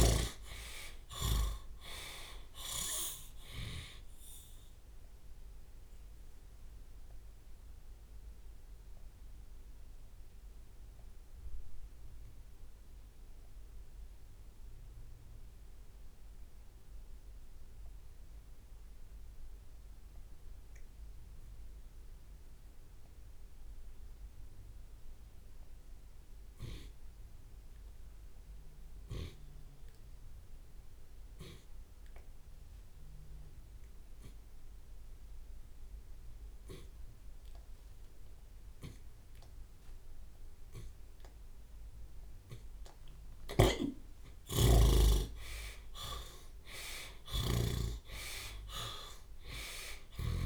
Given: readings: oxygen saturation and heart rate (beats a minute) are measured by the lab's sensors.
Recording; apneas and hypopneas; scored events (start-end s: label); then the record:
breathing in sleep by a room microphone; 1
0.00-2.00 s: arousal
0.00-2.00 s: long interval between heartbeats (device-marked, heart rate 71 before, 95 extreme)
5.00-7.00 s: long interval between heartbeats (device-marked, heart rate 69 before, 57 extreme)
6.00-43.00 s: obstructive apnea (oxygen 98% before, 79% lowest)
8.00-10.00 s: long interval between heartbeats (device-marked, heart rate 71 before, 63 extreme)
10.00-12.00 s: long interval between heartbeats (device-marked, heart rate 72 before, 63 extreme)
12.00-14.00 s: long interval between heartbeats (device-marked, heart rate 72 before, 59 extreme)
14.50-27.50 s: drop in pulse transit time (device-marked, heart rate 72 before, 32 extreme)
16.50-18.50 s: long interval between heartbeats (device-marked, heart rate 70 before, 45 extreme)
23.50-40.50 s: oxygen desaturation (device-marked, oxygen 95% before, 79% lowest, heart rate 50 before, 42 extreme)
24.00-26.00 s: long interval between heartbeats (device-marked, heart rate 50 before, 32 extreme)
26.50-28.50 s: long interval between heartbeats (device-marked, heart rate 47 before, 40 extreme)
29.00-31.00 s: long interval between heartbeats (device-marked, heart rate 45 before, 42 extreme)
31.50-33.50 s: long interval between heartbeats (device-marked, heart rate 42 before, 48 extreme)
34.00-36.00 s: long interval between heartbeats (device-marked, heart rate 41 before, 48 extreme)
37.00-39.00 s: long interval between heartbeats (device-marked, heart rate 41 before, 48 extreme)
39.00-41.00 s: long interval between heartbeats (device-marked, heart rate 41 before, 57 extreme)
41.00-43.00 s: long interval between heartbeats (device-marked, heart rate 43 before, 68 extreme)
43.50-48.00 s: snoring (device-marked)
44.50-49.00 s: arousal
45.00-47.00 s: long interval between heartbeats (device-marked, heart rate 51 before, 84 extreme)
47.50-49.50 s: long interval between heartbeats (device-marked, heart rate 59 before, 79 extreme)
From the record:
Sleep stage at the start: N2 (light sleep); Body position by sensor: on the left side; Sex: male